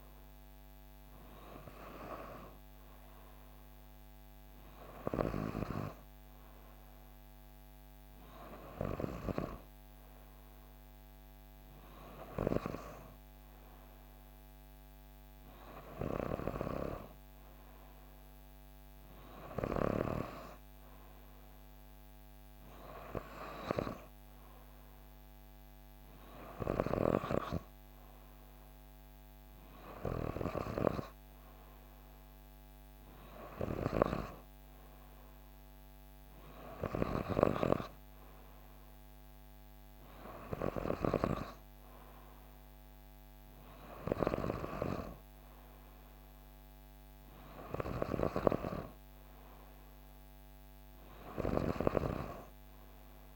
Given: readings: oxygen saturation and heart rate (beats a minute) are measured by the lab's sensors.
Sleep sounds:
breathing in sleep by a microphone on the trachea; none
none scored
From the record:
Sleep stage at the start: N3 (deep sleep); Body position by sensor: on the back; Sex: female

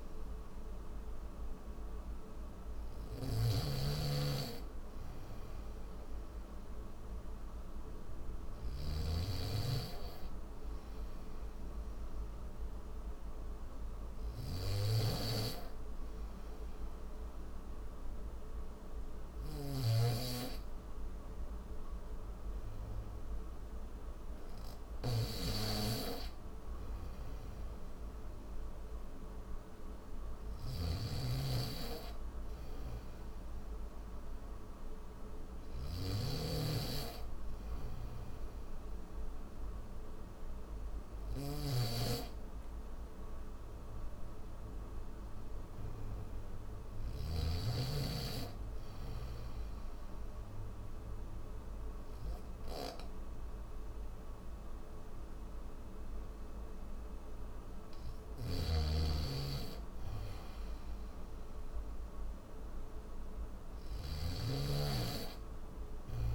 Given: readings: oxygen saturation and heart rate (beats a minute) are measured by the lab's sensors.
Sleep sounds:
breathing in sleep by a room microphone; none
0.00-47.00 s: snoring (device-marked)
5.50-14.50 s: oxygen desaturation (device-marked, oxygen 95% before, 92% lowest, heart rate 77 before, 76 extreme)
58.00-66.35 s: snoring (device-marked)
From the record:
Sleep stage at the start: N2 (light sleep); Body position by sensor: on the back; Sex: male

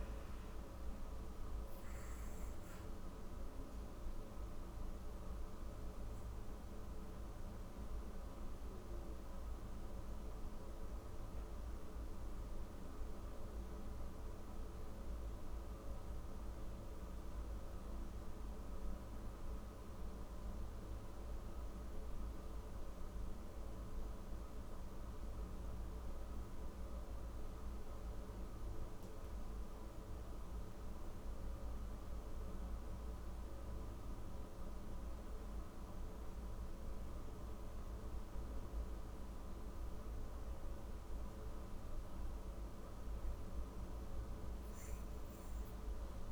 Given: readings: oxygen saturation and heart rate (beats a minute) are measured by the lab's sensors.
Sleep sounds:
breathing in sleep, hard to hear, by a room microphone; 1
0.00-18.50 s: oxygen desaturation (device-marked, oxygen 86% lowest, heart rate 31 extreme)
1.00-42.00 s: obstructive apnea (oxygen 99% before, 84% lowest, heart rate 52 before, 31 extreme, up 31 after)
37.50-46.32 s: oxygen desaturation (device-marked, oxygen 98% before, 84% lowest, heart rate 39 before, 39 extreme)
44.50-46.32 s: arousal
From the record:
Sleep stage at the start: N2 (light sleep); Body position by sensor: on the back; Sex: female

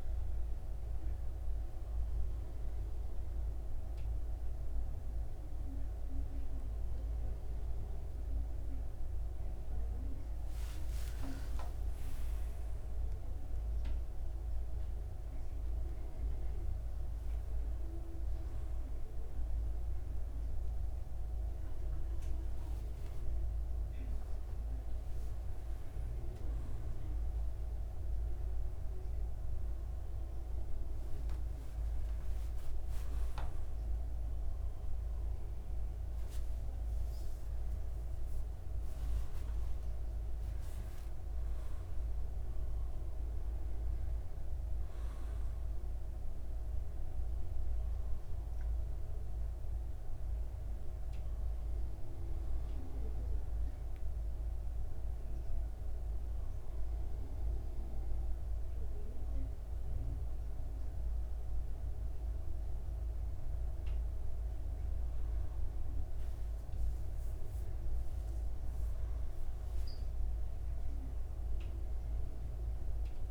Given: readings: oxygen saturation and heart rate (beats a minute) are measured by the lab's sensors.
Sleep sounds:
a person awake in a sleep study, hard to hear, by a room microphone; none
49.00-73.31 s: new sleep stage, N1 (lightest sleep)
From the record:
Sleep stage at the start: awake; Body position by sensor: on the back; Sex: male

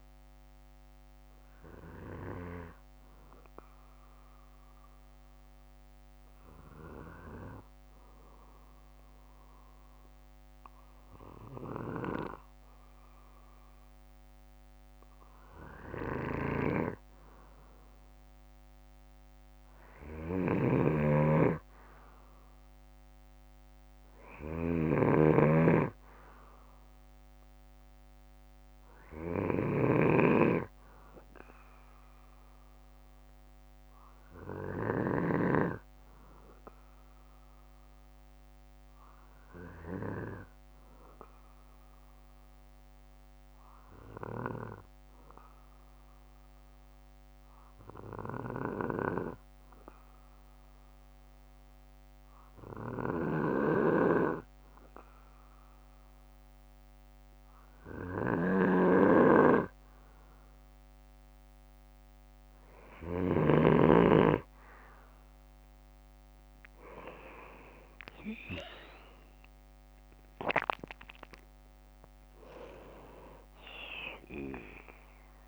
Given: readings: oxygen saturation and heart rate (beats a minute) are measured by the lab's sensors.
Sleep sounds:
breathing in sleep by a microphone on the trachea; 1
20.00-35.50 s: snoring (device-marked)
39.50-54.50 s: obstructive apnea (oxygen 96% before, 93% lowest, heart rate 66 before, 58 extreme, up 9 after)
43.50-45.50 s: bradycardia (device-marked, heart rate 66 before, 62 extreme)
46.50-48.50 s: bradycardia (device-marked, heart rate 66 before, 59 extreme)
58.00-63.50 s: snoring (device-marked)
69.00-73.00 s: arousal
From the record:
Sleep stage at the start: N2 (light sleep); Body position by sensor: on the back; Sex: male

